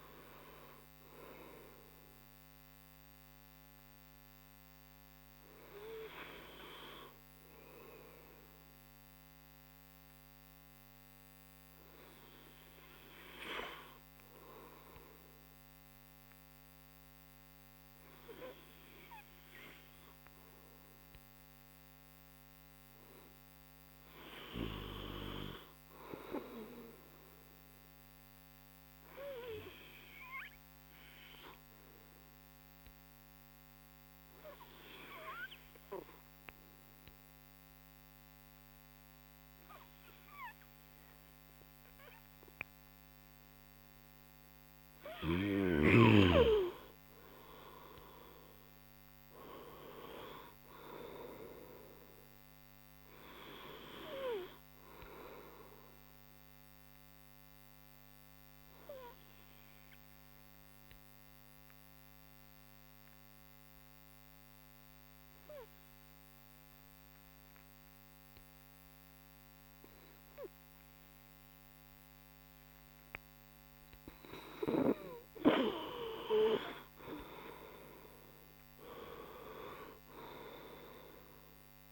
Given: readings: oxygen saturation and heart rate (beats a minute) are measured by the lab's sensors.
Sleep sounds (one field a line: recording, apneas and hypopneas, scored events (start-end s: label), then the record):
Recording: breathing in sleep by a microphone on the trachea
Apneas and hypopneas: 2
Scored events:
0.00-2.00 s: oxygen desaturation (device-marked, oxygen 93% lowest)
2.50-44.50 s: obstructive apnea (oxygen 97% before, 93% lowest)
26.00-45.00 s: oxygen desaturation (device-marked, oxygen 100% before, 94% lowest)
47.50-51.50 s: arousal
54.00-74.00 s: oxygen desaturation (device-marked, oxygen 96% before, 93% lowest)
57.50-73.50 s: obstructive apnea (oxygen 97% before, 93% lowest)
77.50-81.00 s: arousal
From the record:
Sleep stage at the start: N2 (light sleep)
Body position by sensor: on the right side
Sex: male